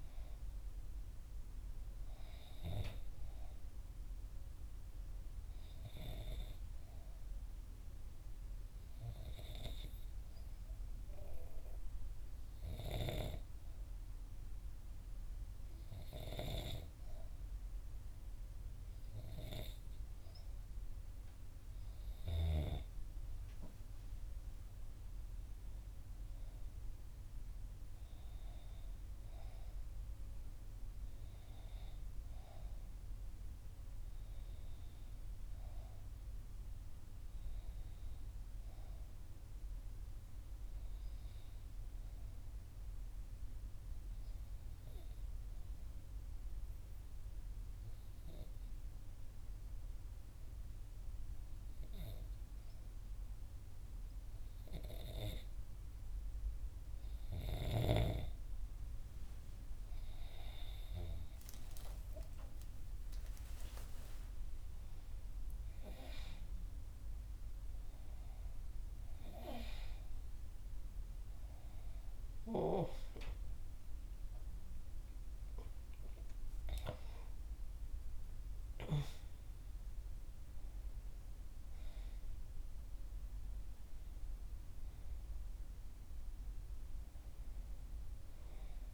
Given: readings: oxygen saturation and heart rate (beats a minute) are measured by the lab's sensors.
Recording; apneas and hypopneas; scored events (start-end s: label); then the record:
a person partly awake in a sleep study, by a room microphone; 2
0.00-21.00 s: oxygen desaturation (device-marked, oxygen 88% lowest, heart rate 60 extreme)
6.00-21.00 s: hypopnea (oxygen 95% before, 88% lowest, heart rate 62 before, 60 extreme, up 5 after)
23.50-28.00 s: arousal
46.50-58.00 s: obstructive apnea (oxygen 96% before, 92% lowest, heart rate 64 before, 61 extreme, up 27 after)
62.00-88.94 s: new sleep stage, awake
63.00-65.00 s: long interval between heartbeats (device-marked, heart rate 62 before, 86 extreme)
69.00-88.94 s: oxygen desaturation (device-marked, oxygen 96% before, 92% lowest, heart rate 70 before, 64 extreme)
From the record:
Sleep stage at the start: N2 (light sleep); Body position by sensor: on the right side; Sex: female